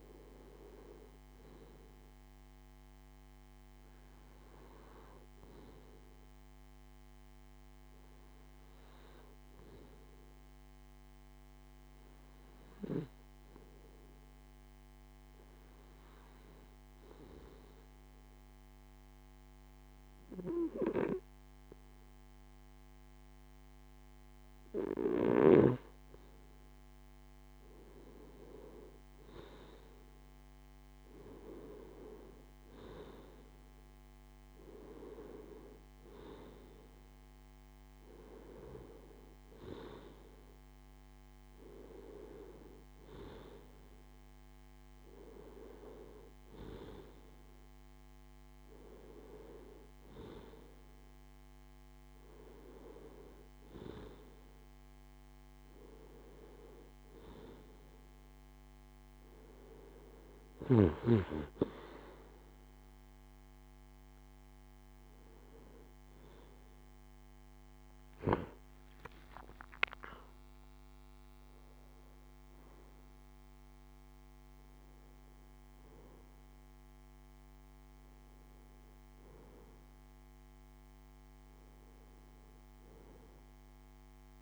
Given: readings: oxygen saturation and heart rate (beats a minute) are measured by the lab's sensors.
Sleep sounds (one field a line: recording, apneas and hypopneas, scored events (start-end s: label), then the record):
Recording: breathing in sleep by a microphone on the trachea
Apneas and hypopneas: 1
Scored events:
4.50-7.00 s: arousal
10.00-25.50 s: obstructive apnea (oxygen 96% before, 94% lowest)
27.50-31.00 s: arousal
34.00-84.42 s: new sleep stage, N1 (lightest sleep)
68.50-72.50 s: arousal
From the record:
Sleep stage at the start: N2 (light sleep)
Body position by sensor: on the left side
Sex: male